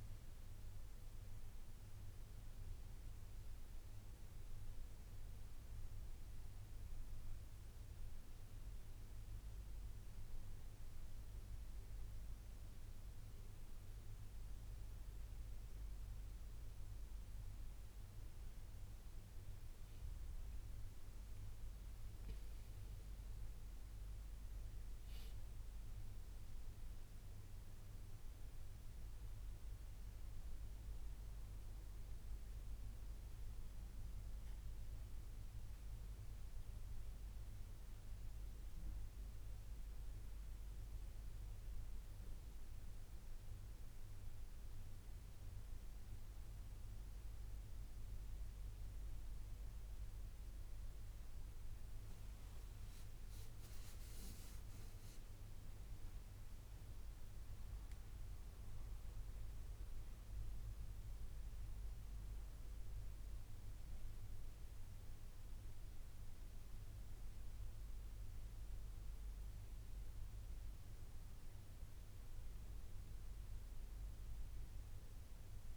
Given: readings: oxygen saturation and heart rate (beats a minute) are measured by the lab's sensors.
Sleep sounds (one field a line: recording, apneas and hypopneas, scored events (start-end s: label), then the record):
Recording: breathing in sleep, hard to hear, by a room microphone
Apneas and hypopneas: none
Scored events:
20.50-24.50 s: arousal
From the record:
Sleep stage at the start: N1 (lightest sleep)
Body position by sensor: on the right side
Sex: male